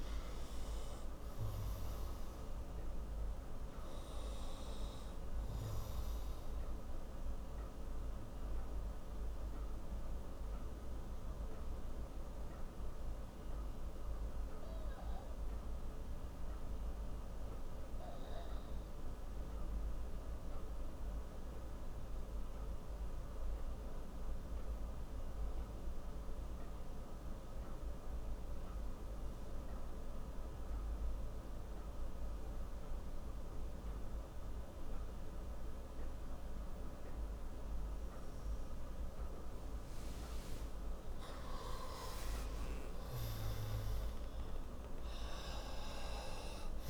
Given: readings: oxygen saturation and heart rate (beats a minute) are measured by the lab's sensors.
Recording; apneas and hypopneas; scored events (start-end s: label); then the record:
breathing in sleep, hard to hear, by a room microphone; 1
5.00-9.00 s: oxygen desaturation (device-marked, oxygen 95% before, 92% lowest, heart rate 79 before, 56 extreme)
7.00-40.50 s: obstructive apnea (oxygen 97% before, 88% lowest, heart rate 78 before, 56 extreme, up 20 after)
11.00-22.00 s: oxygen desaturation (device-marked, oxygen 95% before, 88% lowest, heart rate 76 before, 56 extreme)
36.00-46.90 s: oxygen desaturation (device-marked, oxygen 98% before, 90% lowest, heart rate 58 before, 58 extreme)
41.50-45.50 s: arousal
From the record:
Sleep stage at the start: N2 (light sleep); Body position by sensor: on the right side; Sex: male